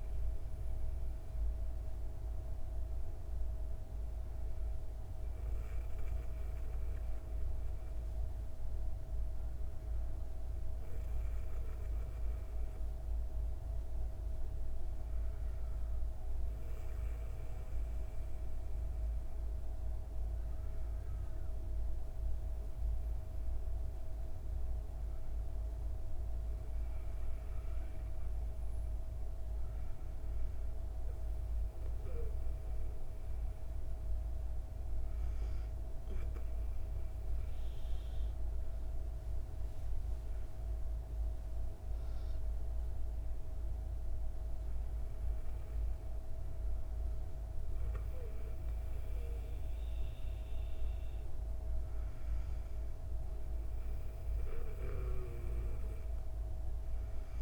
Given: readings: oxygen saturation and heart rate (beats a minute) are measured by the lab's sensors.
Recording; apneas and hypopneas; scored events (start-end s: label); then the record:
breathing in sleep, hard to hear, by a room microphone; none
39.50-44.50 s: arousal
From the record:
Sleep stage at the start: N2 (light sleep); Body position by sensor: on the back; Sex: female